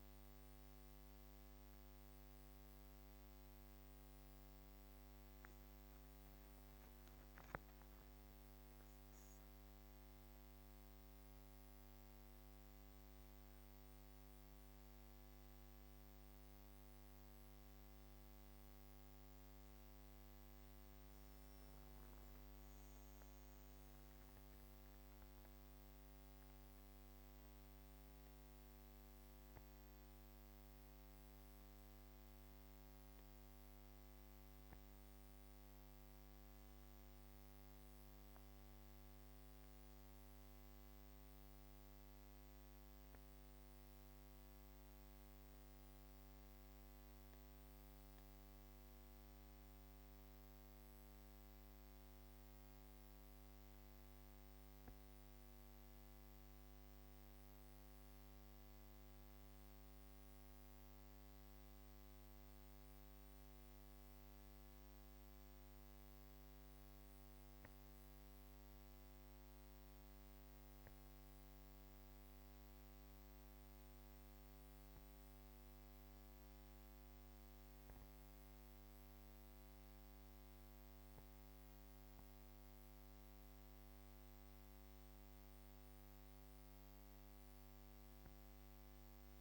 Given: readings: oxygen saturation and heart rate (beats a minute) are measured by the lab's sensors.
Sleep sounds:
breathing in sleep, hard to hear, by a microphone on the trachea; 1
43.50-48.00 s: arousal
51.50-73.50 s: mixed apnea (oxygen 99% before, 95% lowest)
76.50-80.50 s: arousal
From the record:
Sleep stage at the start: N2 (light sleep); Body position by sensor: on the back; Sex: female

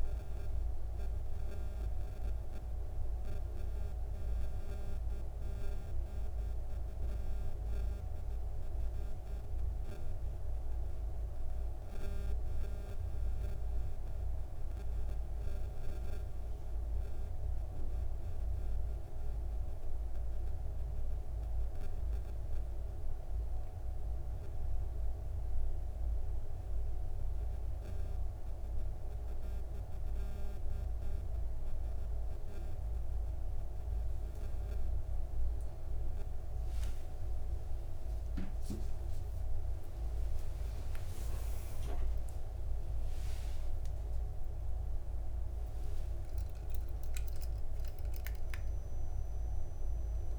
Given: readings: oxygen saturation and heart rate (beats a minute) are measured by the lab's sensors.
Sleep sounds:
breathing in sleep, hard to hear, by a room microphone; none
38.00-40.00 s: long interval between heartbeats (device-marked, heart rate 63 before, 90 extreme)
39.50-50.38 s: new sleep stage, awake
41.00-43.00 s: long interval between heartbeats (device-marked, heart rate 70 before, 153 extreme)
From the record:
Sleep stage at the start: N2 (light sleep); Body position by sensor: on the back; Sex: male

